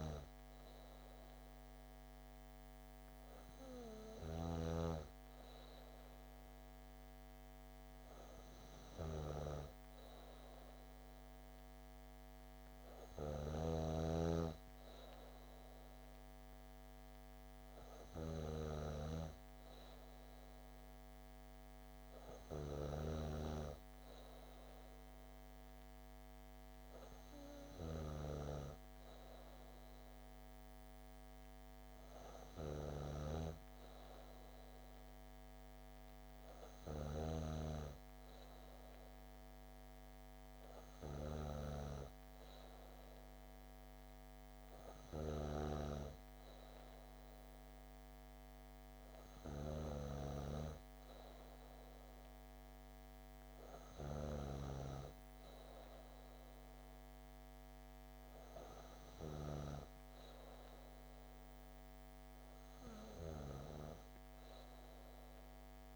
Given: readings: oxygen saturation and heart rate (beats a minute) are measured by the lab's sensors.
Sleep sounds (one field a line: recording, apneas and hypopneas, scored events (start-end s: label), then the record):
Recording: breathing in sleep by a microphone on the trachea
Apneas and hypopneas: none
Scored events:
none scored
From the record:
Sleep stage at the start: N2 (light sleep)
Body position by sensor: on the back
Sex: female